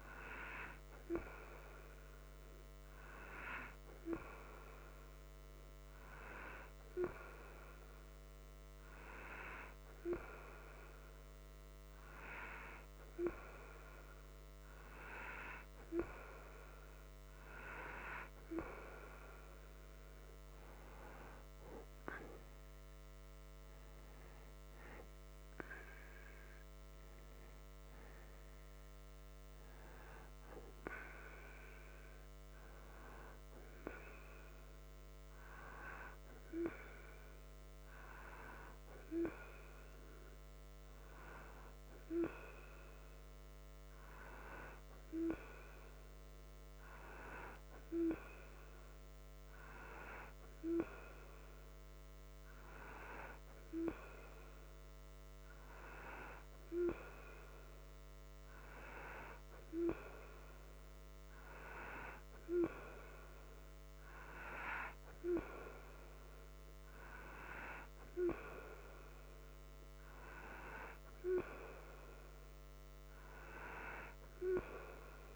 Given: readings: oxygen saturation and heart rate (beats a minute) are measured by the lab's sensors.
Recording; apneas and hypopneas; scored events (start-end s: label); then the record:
breathing in sleep by a microphone on the trachea; none
none scored
From the record:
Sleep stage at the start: N2 (light sleep); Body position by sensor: upright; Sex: male